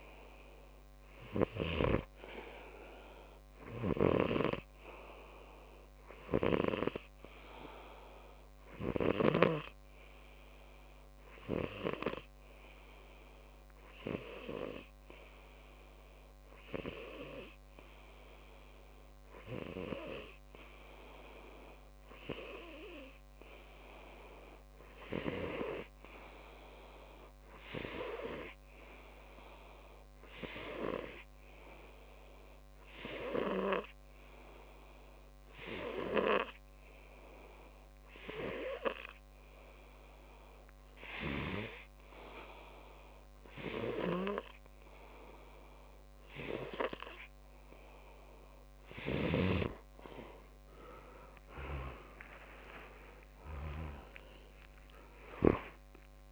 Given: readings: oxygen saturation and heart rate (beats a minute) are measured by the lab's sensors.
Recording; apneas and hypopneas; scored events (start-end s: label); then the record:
breathing in sleep by a microphone on the trachea; 1
0.00-12.50 s: oxygen desaturation (device-marked, oxygen 94% lowest)
13.50-47.50 s: obstructive apnea (oxygen 98% before, 94% lowest)
49.50-54.00 s: snoring (device-marked)
53.00-56.32 s: arousal
From the record:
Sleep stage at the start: N2 (light sleep); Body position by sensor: on the left side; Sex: male